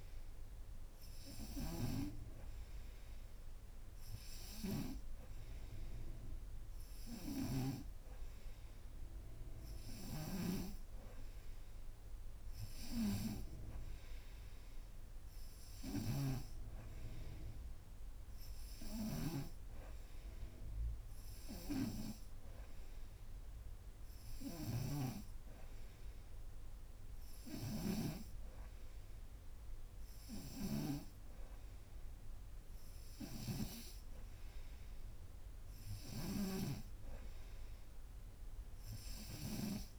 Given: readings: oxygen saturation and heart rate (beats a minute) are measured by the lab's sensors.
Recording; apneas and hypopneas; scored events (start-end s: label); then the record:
breathing in sleep by a room microphone; none
7.00-16.00 s: snoring (device-marked)
24.50-28.00 s: snoring (device-marked)
36.00-39.99 s: snoring (device-marked)
From the record:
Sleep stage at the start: N2 (light sleep); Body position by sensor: upright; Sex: female